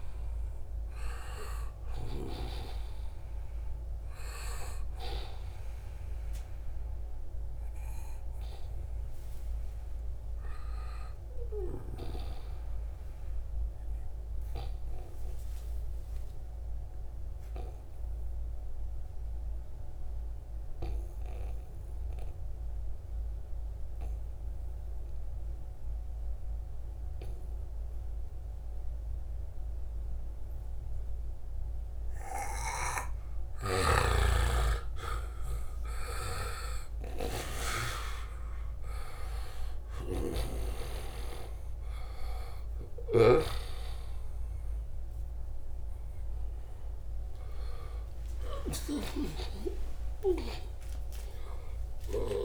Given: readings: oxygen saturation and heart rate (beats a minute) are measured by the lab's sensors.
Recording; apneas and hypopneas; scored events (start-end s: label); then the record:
a person partly awake in a sleep study, by a room microphone; 1
0.00-2.00 s: snoring (device-marked)
0.00-16.50 s: oxygen desaturation (device-marked, oxygen 90% lowest, heart rate 68 extreme)
12.50-32.50 s: obstructive apnea (oxygen 96% before, 90% lowest, heart rate 77 before, 71 extreme, up 2 after)
33.00-37.00 s: snoring (device-marked)
36.50-52.45 s: new sleep stage, awake
37.50-52.45 s: oxygen desaturation (device-marked, oxygen 95% before, 90% lowest, heart rate 74 before, 69 extreme)
39.00-48.50 s: snoring (device-marked)
From the record:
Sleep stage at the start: N2 (light sleep); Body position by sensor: on the right side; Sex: male